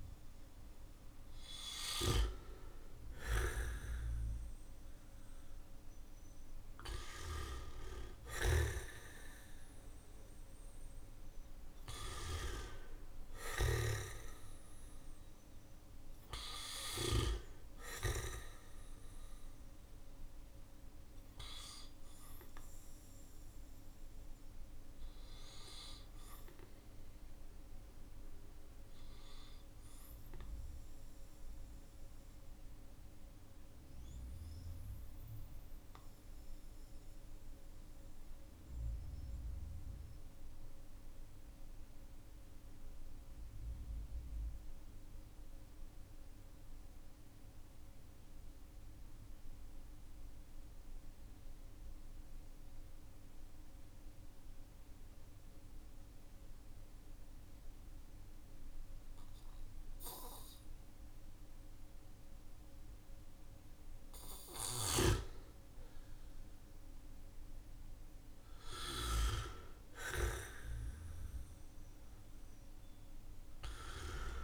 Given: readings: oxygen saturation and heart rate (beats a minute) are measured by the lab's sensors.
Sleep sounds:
breathing in sleep by a room microphone; 1
0.00-1.50 s: arousal
0.00-10.50 s: oxygen desaturation (device-marked, oxygen 95% lowest, heart rate 42 extreme)
7.50-16.50 s: snoring (device-marked)
23.00-28.50 s: arousal
31.50-64.00 s: mixed apnea (oxygen 96% before, 93% lowest, heart rate 45 before, 46 extreme, up 8 after)
59.50-74.43 s: oxygen desaturation (device-marked, oxygen 99% before, 95% lowest, heart rate 50 before, 43 extreme)
63.50-74.43 s: snoring (device-marked)
65.50-70.00 s: arousal
From the record:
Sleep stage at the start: N2 (light sleep); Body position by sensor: on the back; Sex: male

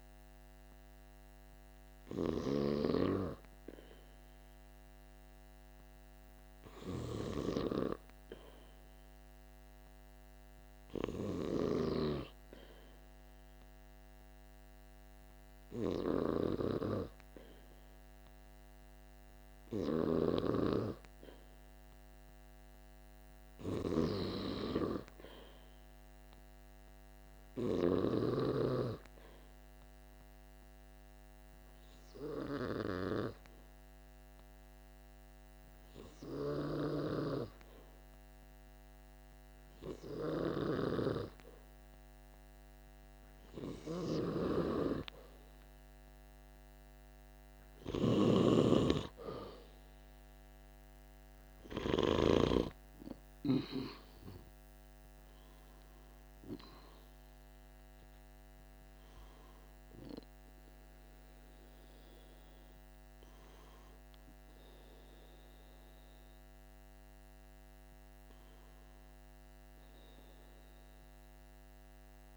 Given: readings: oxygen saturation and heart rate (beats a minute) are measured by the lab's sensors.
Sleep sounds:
breathing in sleep by a microphone on the trachea; 2
10.00-21.50 s: hypopnea (oxygen 98% before, 94% lowest, heart rate 47 before, 47 extreme, up 1 after)
23.50-27.50 s: arousal
29.50-44.00 s: obstructive apnea (oxygen 96% before, 94% lowest, heart rate 47 before, 46 extreme, up 0 after)
45.50-50.50 s: arousal
From the record:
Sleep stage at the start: N2 (light sleep); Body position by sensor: on the back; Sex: male

